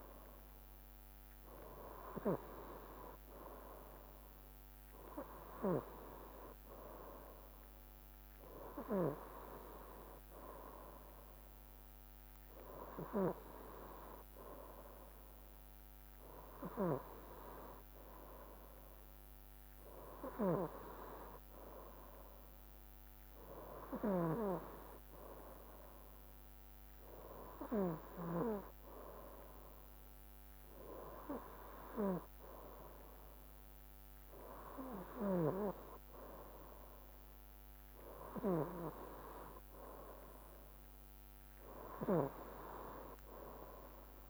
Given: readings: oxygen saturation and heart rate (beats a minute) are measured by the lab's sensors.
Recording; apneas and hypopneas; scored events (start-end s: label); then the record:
breathing in sleep by a microphone on the trachea; none
none scored
From the record:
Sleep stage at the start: N2 (light sleep); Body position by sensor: on the right side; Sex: male